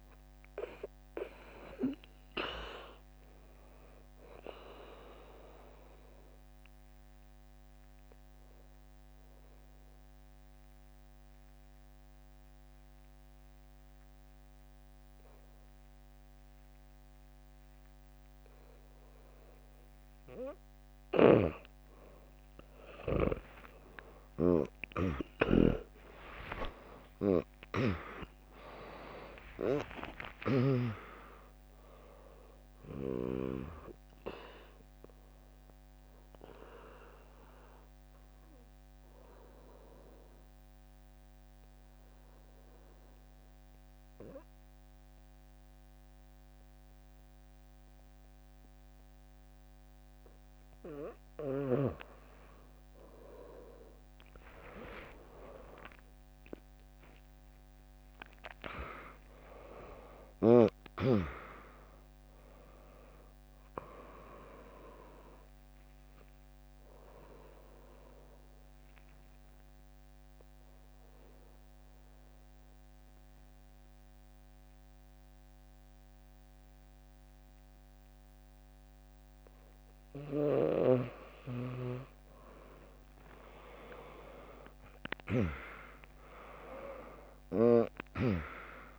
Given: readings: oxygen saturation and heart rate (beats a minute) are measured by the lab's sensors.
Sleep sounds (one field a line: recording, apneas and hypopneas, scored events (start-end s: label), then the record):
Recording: breathing in sleep by a microphone on the trachea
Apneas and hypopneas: 3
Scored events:
4.00-17.00 s: drop in pulse transit time (device-marked, heart rate 67 before, 75 extreme)
4.00-21.00 s: obstructive apnea (oxygen 100% before, 95% lowest, heart rate 67 before, 60 extreme)
24.00-28.50 s: arousal
25.00-30.50 s: snoring (device-marked)
28.00-50.00 s: oxygen desaturation (device-marked, oxygen 100% before, 95% lowest, heart rate 74 before, 58 extreme)
29.00-31.00 s: long interval between heartbeats (device-marked, heart rate 73 before, 80 extreme)
29.00-43.00 s: drop in pulse transit time (device-marked, heart rate 73 before, 80 extreme)
30.00-32.00 s: tachycardia (device-marked, heart rate 78 before, 96 extreme)
37.00-50.50 s: obstructive apnea (oxygen 100% before, 95% lowest, heart rate 79 before, 58 extreme)
51.00-53.00 s: bradycardia (device-marked, heart rate 79 before, 66 extreme)
53.50-59.00 s: arousal
58.00-70.00 s: drop in pulse transit time (device-marked, heart rate 74 before, 71 extreme)
59.00-61.00 s: long interval between heartbeats (device-marked, heart rate 73 before, 80 extreme)
65.50-81.00 s: obstructive apnea (oxygen 100% before, 95% lowest, heart rate 75 before, 58 extreme)
80.00-83.00 s: bradycardia (device-marked, heart rate 79 before, 64 extreme)
85.00-88.99 s: arousal
87.00-88.99 s: drop in pulse transit time (device-marked, heart rate 72 before, 63 extreme)
From the record:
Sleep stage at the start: N2 (light sleep)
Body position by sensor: on the back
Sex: female